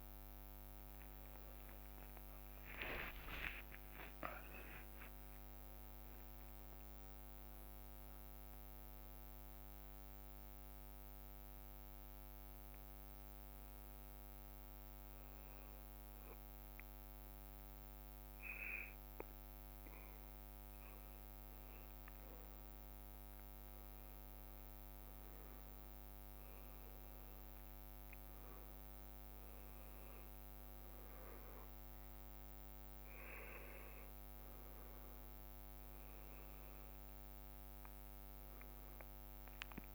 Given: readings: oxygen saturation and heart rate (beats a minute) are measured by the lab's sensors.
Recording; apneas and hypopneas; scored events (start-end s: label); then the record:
breathing in sleep by a microphone on the trachea; 1
1.50-6.00 s: arousal
3.00-5.00 s: long interval between heartbeats (device-marked, heart rate 62 before, 77 extreme)
3.50-9.50 s: oxygen desaturation (device-marked, oxygen 95% before, 92% lowest, heart rate 62 before, 57 extreme)
12.00-22.50 s: hypopnea (oxygen 95% before, 91% lowest, heart rate 76 before, 57 extreme, up 5 after)
31.50-39.94 s: oxygen desaturation (device-marked, oxygen 96% before, 92% lowest, heart rate 60 before, 57 extreme)
From the record:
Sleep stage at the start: N2 (light sleep); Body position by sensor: on the back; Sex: male